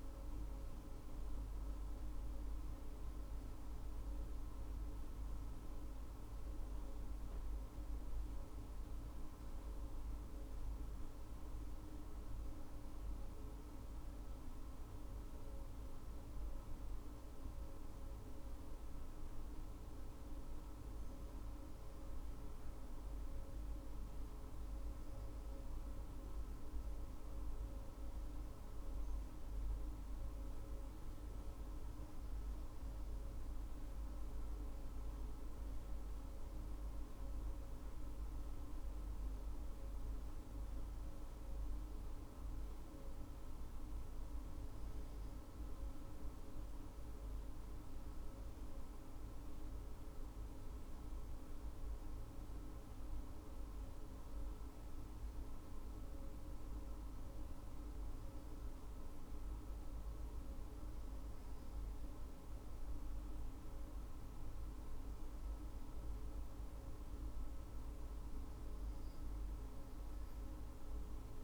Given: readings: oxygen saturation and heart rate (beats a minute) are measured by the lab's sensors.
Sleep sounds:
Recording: breathing in sleep, hard to hear, by a room microphone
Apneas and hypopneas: none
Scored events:
0.00-1.00 s: arousal
From the record:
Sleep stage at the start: N2 (light sleep)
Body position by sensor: on the right side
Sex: female

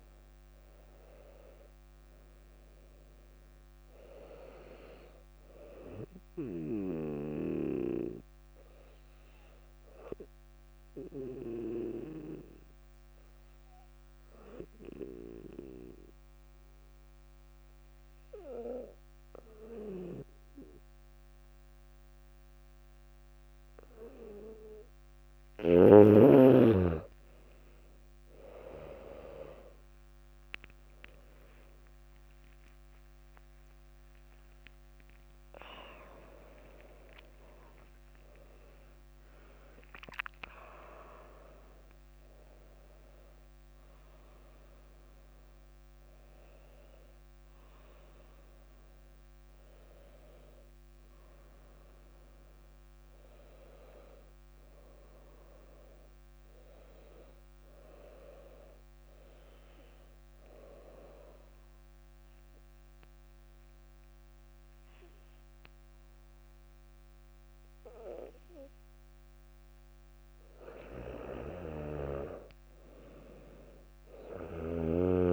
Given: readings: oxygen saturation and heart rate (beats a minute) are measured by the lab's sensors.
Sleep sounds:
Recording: breathing in sleep by a microphone on the trachea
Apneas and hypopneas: 2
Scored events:
7.50-24.00 s: obstructive apnea (oxygen 100% before, 95% lowest, heart rate 65 before, 59 extreme, up 5 after)
32.50-34.50 s: long interval between heartbeats (device-marked, heart rate 62 before, 73 extreme)
33.50-40.00 s: arousal
35.00-56.00 s: oxygen desaturation (device-marked, oxygen 99% before, 95% lowest, heart rate 64 before, 58 extreme)
60.50-70.50 s: obstructive apnea (oxygen 99% before, 96% lowest, heart rate 66 before, 58 extreme, up 2 after)
72.00-74.50 s: arousal
From the record:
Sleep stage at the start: N2 (light sleep)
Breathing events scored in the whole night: 226 in 3.5 hours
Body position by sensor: on the back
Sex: female

